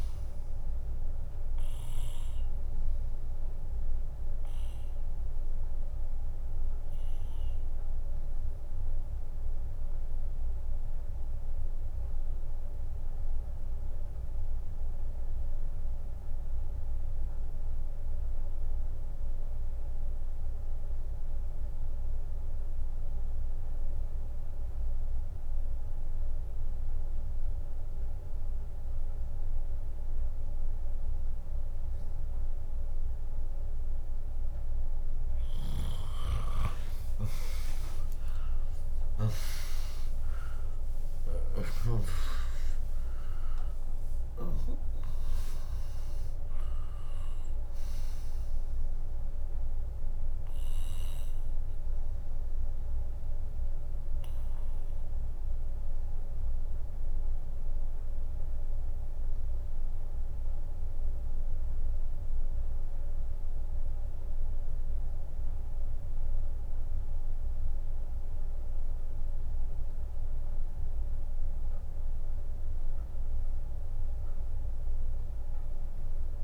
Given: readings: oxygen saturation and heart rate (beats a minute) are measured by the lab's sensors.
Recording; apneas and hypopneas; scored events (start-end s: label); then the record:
breathing in sleep by a room microphone; none
0.00-14.00 s: drop in pulse transit time (device-marked, heart rate 69 extreme)
12.00-27.00 s: oxygen desaturation (device-marked, oxygen 98% before, 95% lowest, heart rate 78 before, 56 extreme)
17.00-33.00 s: bradycardia (device-marked, heart rate 71 before, 56 extreme)
36.00-50.00 s: drop in pulse transit time (device-marked, heart rate 59 before, 68 extreme)
36.50-40.50 s: arousal
37.00-39.00 s: long interval between heartbeats (device-marked, heart rate 59 before, 78 extreme)
44.00-62.00 s: oxygen desaturation (device-marked, oxygen 99% before, 94% lowest, heart rate 69 before, 56 extreme)
72.00-76.44 s: bradycardia (device-marked, heart rate 70 before, 57 extreme)
From the record:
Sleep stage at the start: N2 (light sleep); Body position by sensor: on the left side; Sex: female